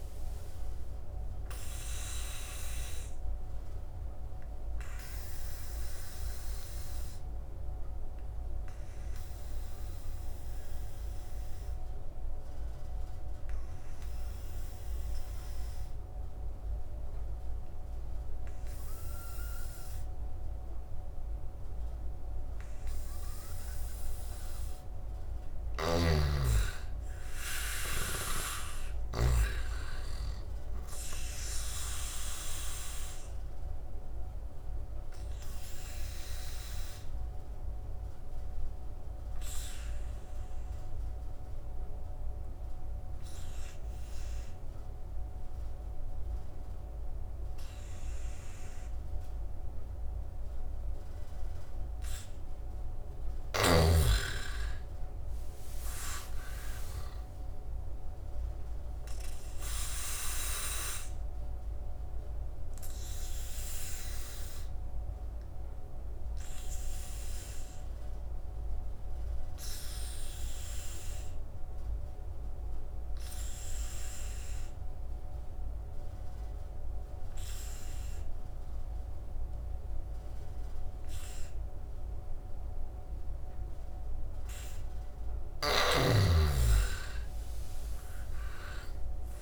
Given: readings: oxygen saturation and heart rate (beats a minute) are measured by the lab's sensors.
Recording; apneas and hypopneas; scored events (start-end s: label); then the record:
breathing in sleep by a room microphone; 3
2.00-23.00 s: obstructive apnea (oxygen 99% before, 88% lowest, heart rate 78 before, 69 extreme, up 7 after)
7.00-22.00 s: oxygen desaturation (device-marked, oxygen 96% before, 88% lowest, heart rate 79 before, 69 extreme)
26.00-29.50 s: arousal
33.50-52.00 s: obstructive apnea (oxygen 98% before, 84% lowest, heart rate 75 before, 71 extreme, up 10 after)
53.50-56.50 s: arousal
57.00-81.00 s: oxygen desaturation (device-marked, oxygen 98% before, 90% lowest, heart rate 75 before, 68 extreme)
60.50-83.00 s: obstructive apnea (oxygen 98% before, 84% lowest, heart rate 75 before, 68 extreme, up 11 after)
85.00-89.42 s: snoring (device-marked)
87.00-89.42 s: arousal
From the record:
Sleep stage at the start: N2 (light sleep); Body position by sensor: on the back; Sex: male